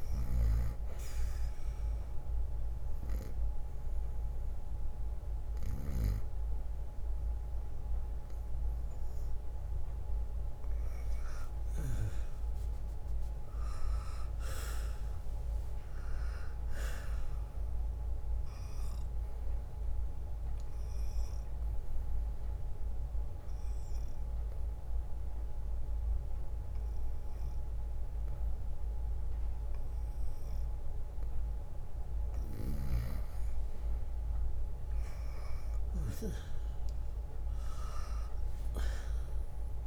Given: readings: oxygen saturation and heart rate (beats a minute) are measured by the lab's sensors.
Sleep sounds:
breathing in sleep by a room microphone; 2
0.00-3.50 s: drop in pulse transit time (device-marked, heart rate 62 extreme)
0.00-6.00 s: snoring (device-marked)
1.50-12.00 s: obstructive apnea (oxygen 98% before, 93% lowest, heart rate 63 before, 58 extreme, up 3 after)
11.50-24.50 s: oxygen desaturation (device-marked, oxygen 96% before, 93% lowest, heart rate 64 before, 58 extreme)
13.50-17.00 s: arousal
15.50-25.50 s: drop in pulse transit time (device-marked, heart rate 64 before, 62 extreme)
20.00-32.00 s: obstructive apnea (oxygen 98% before, 92% lowest, heart rate 65 before, 56 extreme, up 6 after)
25.50-31.50 s: bradycardia (device-marked, heart rate 63 before, 58 extreme)
34.00-39.00 s: arousal
38.50-39.87 s: drop in pulse transit time (device-marked, heart rate 61 before, 56 extreme)
From the record:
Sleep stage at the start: N2 (light sleep); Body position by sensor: on the right side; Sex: male

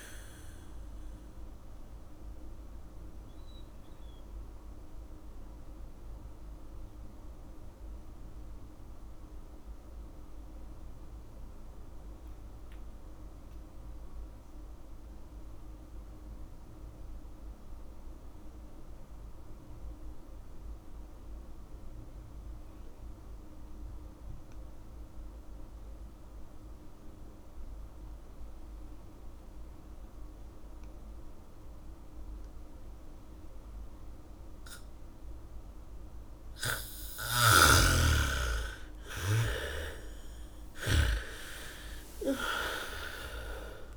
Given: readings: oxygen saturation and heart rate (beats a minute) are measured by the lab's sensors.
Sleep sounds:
breathing in sleep by a room microphone; 1
0.00-15.00 s: oxygen desaturation (device-marked, oxygen 74% lowest, heart rate 47 extreme)
3.00-38.50 s: mixed apnea (oxygen 100% before, 69% lowest, heart rate 63 before, 28 extreme, up 0 after)
20.00-43.97 s: oxygen desaturation (device-marked, oxygen 100% before, 69% lowest, heart rate 79 before, 28 extreme)
28.00-30.00 s: bradycardia (device-marked, heart rate 70 before, 61 extreme)
33.00-43.97 s: bradycardia (device-marked, heart rate 70 before, 28 extreme)
39.00-43.50 s: arousal
From the record:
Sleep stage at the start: N2 (light sleep); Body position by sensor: on the back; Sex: female

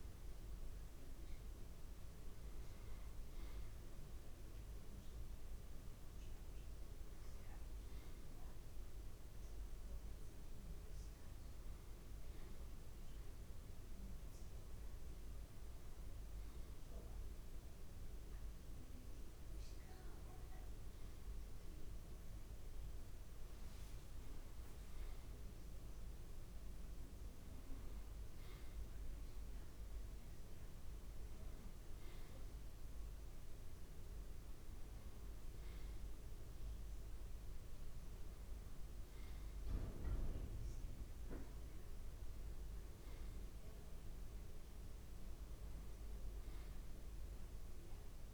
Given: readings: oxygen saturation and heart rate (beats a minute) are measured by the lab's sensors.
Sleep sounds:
a person awake in a sleep study, hard to hear, by a room microphone; none
30.00-48.34 s: oxygen desaturation (device-marked, oxygen 98% before, 91% lowest)
47.00-48.34 s: new sleep stage, N1 (lightest sleep)
From the record:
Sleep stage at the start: awake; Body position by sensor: on the right side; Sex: male

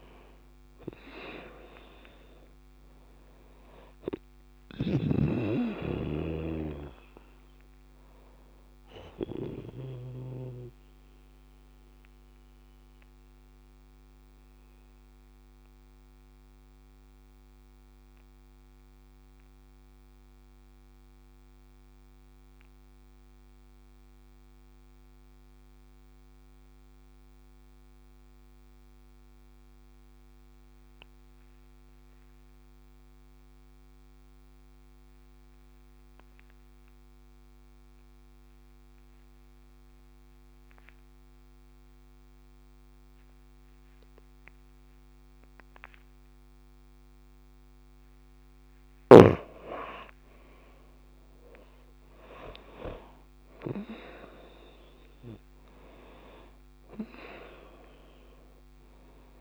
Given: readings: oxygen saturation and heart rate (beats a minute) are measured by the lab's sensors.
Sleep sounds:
breathing in sleep by a microphone on the trachea; 1
0.00-19.50 s: oxygen desaturation (device-marked, oxygen 90% lowest)
4.00-9.50 s: snoring (device-marked)
8.50-47.50 s: mixed apnea (oxygen 96% before, 88% lowest)
39.50-59.41 s: oxygen desaturation (device-marked, oxygen 96% before, 88% lowest)
50.50-55.00 s: arousal
From the record:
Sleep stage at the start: N2 (light sleep); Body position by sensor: on the back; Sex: female

